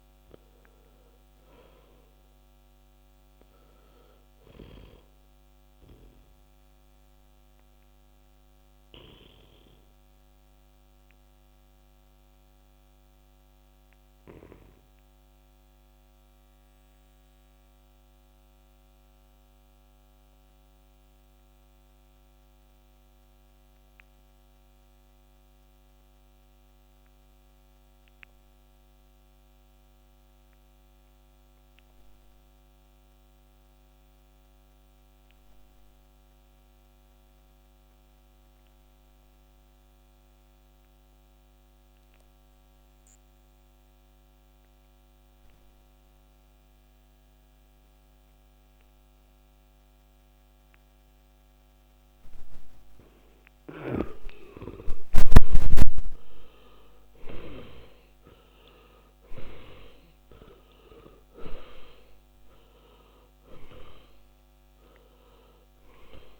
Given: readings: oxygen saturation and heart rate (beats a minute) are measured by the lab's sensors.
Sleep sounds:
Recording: breathing in sleep by a microphone on the trachea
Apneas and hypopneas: 1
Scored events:
0.00-33.00 s: oxygen desaturation (device-marked, oxygen 76% lowest, heart rate 47 extreme)
7.50-52.50 s: obstructive apnea (oxygen 100% before, 74% lowest, heart rate 66 before, 47 extreme, up 22 after)
53.00-66.40 s: oxygen desaturation (device-marked, oxygen 99% before, 74% lowest, heart rate 48 before, 45 extreme)
54.50-58.00 s: arousal
From the record:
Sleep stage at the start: N2 (light sleep)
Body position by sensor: on the back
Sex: male

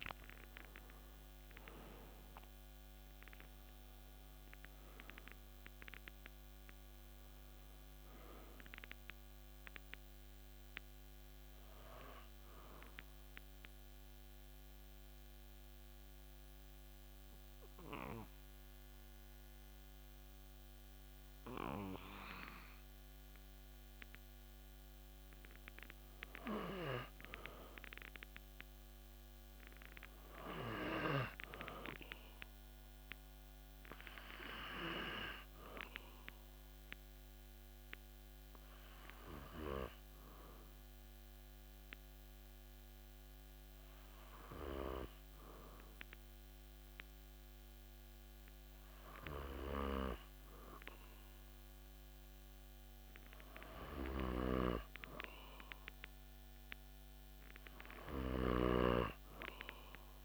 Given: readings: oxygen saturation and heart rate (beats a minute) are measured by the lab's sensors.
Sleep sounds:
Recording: breathing in sleep by a microphone on the trachea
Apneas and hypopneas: 2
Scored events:
0.00-3.00 s: arousal
13.50-26.00 s: obstructive apnea (oxygen 96% before, 93% lowest)
28.50-32.00 s: arousal
37.00-47.00 s: oxygen desaturation (device-marked, oxygen 97% before, 93% lowest)
37.50-51.00 s: hypopnea (oxygen 97% before, 92% lowest)
53.50-57.50 s: arousal
From the record:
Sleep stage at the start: N2 (light sleep)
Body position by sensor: on the back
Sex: male

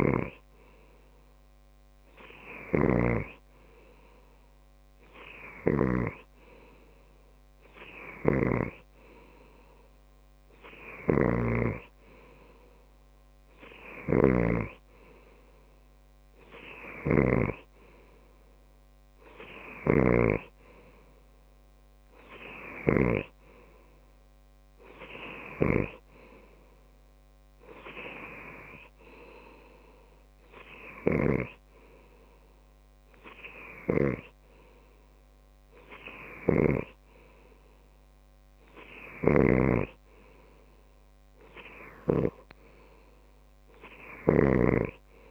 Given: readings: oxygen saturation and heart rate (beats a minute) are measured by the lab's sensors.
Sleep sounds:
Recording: breathing in sleep by a microphone on the trachea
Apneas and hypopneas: none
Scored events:
0.00-23.50 s: snoring (device-marked)
39.50-45.31 s: snoring (device-marked)
From the record:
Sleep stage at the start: N2 (light sleep)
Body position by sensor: on the left side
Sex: male

